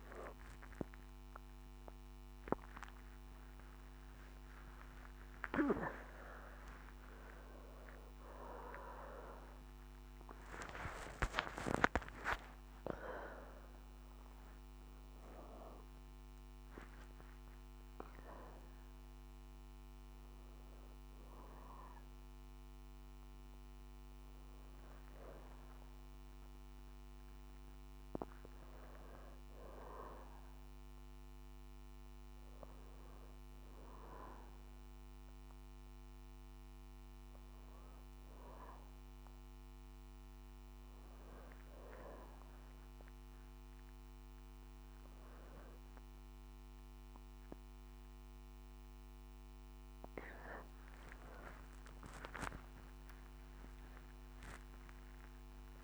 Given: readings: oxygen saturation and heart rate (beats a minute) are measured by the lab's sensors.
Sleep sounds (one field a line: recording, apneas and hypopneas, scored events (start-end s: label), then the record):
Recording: a person awake in a sleep study, by a microphone on the trachea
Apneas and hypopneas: none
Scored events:
8.50-19.50 s: oxygen desaturation (device-marked, oxygen 96% before, 92% lowest, heart rate 146 before, 61 extreme)
From the record:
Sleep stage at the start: awake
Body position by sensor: on the back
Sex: female